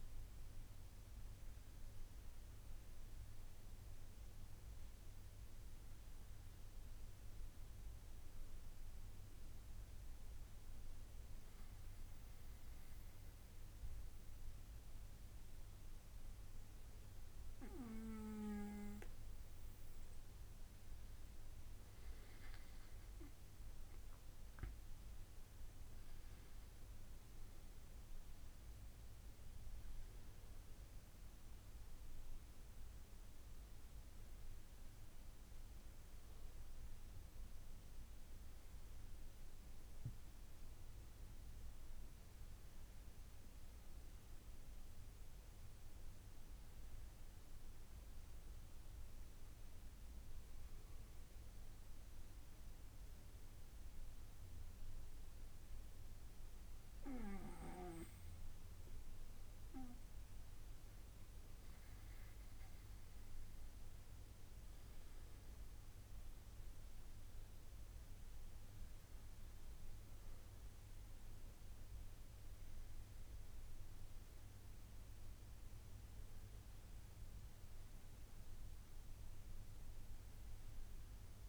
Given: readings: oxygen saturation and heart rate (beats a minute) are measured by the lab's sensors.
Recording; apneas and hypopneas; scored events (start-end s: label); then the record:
breathing in sleep, hard to hear, by a room microphone; 2
0.00-4.50 s: arousal
8.00-20.00 s: hypopnea (oxygen 96% before, 94% lowest, heart rate 71 before, 65 extreme, up 6 after)
22.50-27.00 s: arousal
52.50-65.00 s: hypopnea (oxygen 96% before, 95% lowest, heart rate 71 before, 63 extreme, up 8 after)
59.00-81.49 s: new sleep stage, N1 (lightest sleep)
67.50-72.00 s: arousal
From the record:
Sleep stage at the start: N2 (light sleep); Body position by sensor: on the back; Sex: male